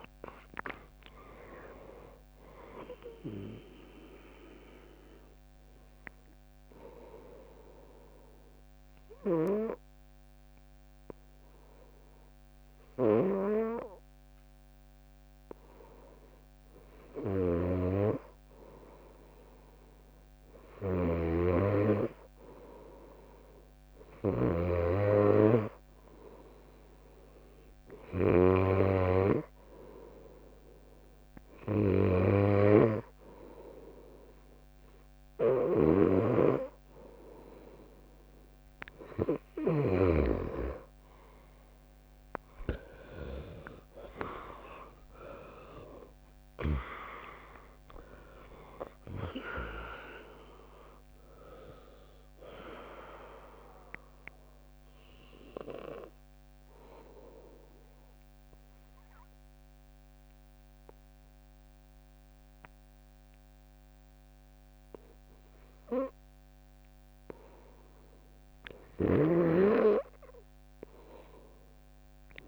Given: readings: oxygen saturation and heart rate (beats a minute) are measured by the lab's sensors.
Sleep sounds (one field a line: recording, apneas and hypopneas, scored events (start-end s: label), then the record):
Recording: breathing in sleep by a microphone on the trachea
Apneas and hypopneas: 2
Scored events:
0.00-12.00 s: drop in pulse transit time (device-marked, heart rate 76 extreme)
7.00-17.00 s: obstructive apnea (oxygen 99% before, 96% lowest, heart rate 74 before, 58 extreme)
17.00-19.00 s: bradycardia (device-marked, heart rate 77 before, 65 extreme)
44.00-49.00 s: arousal
45.00-64.00 s: drop in pulse transit time (device-marked, heart rate 64 before, 74 extreme)
51.50-68.00 s: obstructive apnea (oxygen 99% before, 96% lowest, heart rate 71 before, 61 extreme)
From the record:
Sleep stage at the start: N2 (light sleep)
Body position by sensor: on the right side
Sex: female